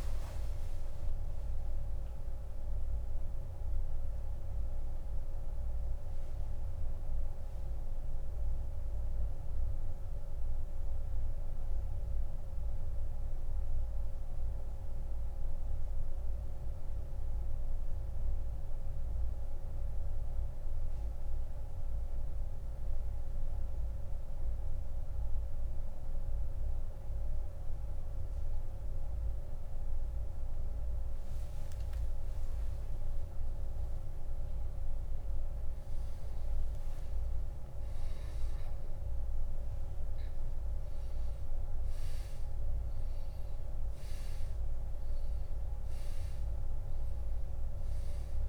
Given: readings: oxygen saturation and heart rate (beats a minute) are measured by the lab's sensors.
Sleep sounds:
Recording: breathing in sleep, hard to hear, by a room microphone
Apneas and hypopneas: 1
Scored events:
0.00-13.50 s: oxygen desaturation (device-marked, oxygen 93% lowest, heart rate 69 extreme)
5.00-29.00 s: central apnea (oxygen 97% before, 88% lowest, heart rate 88 before, 68 extreme, up 29 after)
22.50-48.49 s: new sleep stage, N2 (light sleep)
31.00-36.00 s: arousal
From the record:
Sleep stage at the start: N1 (lightest sleep)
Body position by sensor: on the back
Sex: male

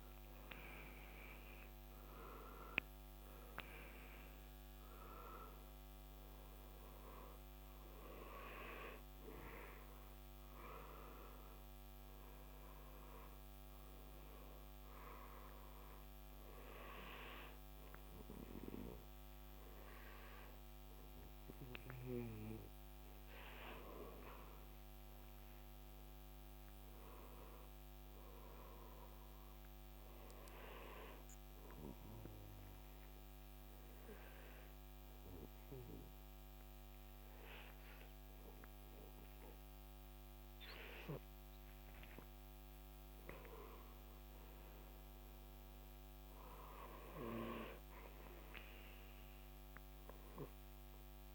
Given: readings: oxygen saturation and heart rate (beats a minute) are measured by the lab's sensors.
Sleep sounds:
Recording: breathing in sleep by a microphone on the trachea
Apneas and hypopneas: 1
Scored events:
14.00-24.00 s: hypopnea (oxygen 96% before, 92% lowest, heart rate 68 before, 64 extreme, up 5 after)
26.00-29.00 s: arousal
34.50-48.50 s: oxygen desaturation (device-marked, oxygen 96% before, 92% lowest, heart rate 66 before, 64 extreme)
From the record:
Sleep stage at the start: N2 (light sleep)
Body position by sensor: on the back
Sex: male

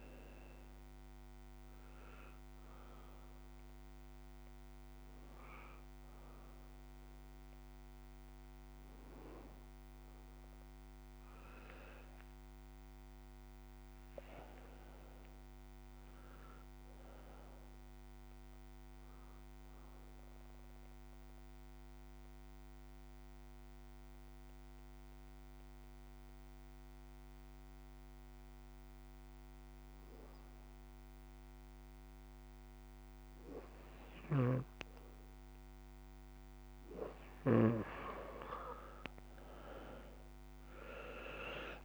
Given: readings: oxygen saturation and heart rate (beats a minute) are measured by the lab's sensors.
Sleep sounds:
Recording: breathing in sleep by a microphone on the trachea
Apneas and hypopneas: 1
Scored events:
0.00-9.00 s: oxygen desaturation (device-marked, oxygen 89% lowest)
13.50-17.00 s: arousal
20.00-32.50 s: obstructive apnea (oxygen 93% before, 87% lowest)
33.50-41.50 s: snoring (device-marked)
36.00-41.85 s: oxygen desaturation (device-marked, oxygen 99% before, 89% lowest)
36.50-41.00 s: arousal
From the record:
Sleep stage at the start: N2 (light sleep)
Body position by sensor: on the back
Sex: male

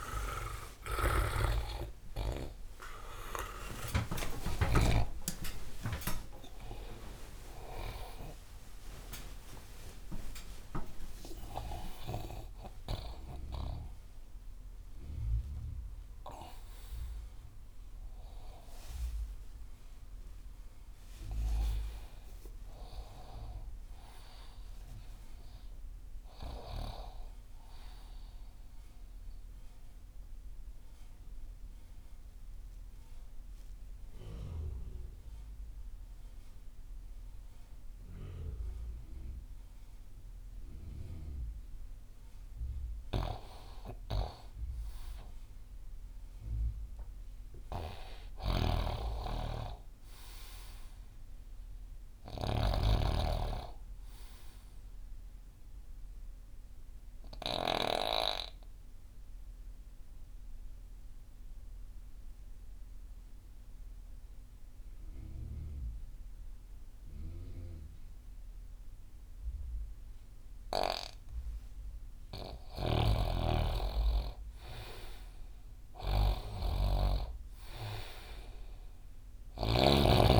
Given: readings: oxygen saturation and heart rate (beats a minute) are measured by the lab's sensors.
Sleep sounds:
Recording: breathing in sleep by a room microphone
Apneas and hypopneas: 2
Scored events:
0.00-1.00 s: arousal
0.00-5.50 s: snoring (device-marked)
0.00-24.00 s: oxygen desaturation (device-marked, oxygen 84% lowest)
22.00-25.50 s: arousal
29.50-42.00 s: obstructive apnea (oxygen 100% before, 90% lowest)
43.50-47.00 s: arousal
48.00-65.00 s: oxygen desaturation (device-marked, oxygen 99% before, 90% lowest)
48.50-53.00 s: snoring (device-marked)
55.50-72.50 s: obstructive apnea (oxygen 100% before, 84% lowest)
73.00-80.40 s: snoring (device-marked)
73.50-77.00 s: arousal
77.00-80.40 s: oxygen desaturation (device-marked, oxygen 98% before, 90% lowest)
From the record:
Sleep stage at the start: N2 (light sleep)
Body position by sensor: on the back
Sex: male

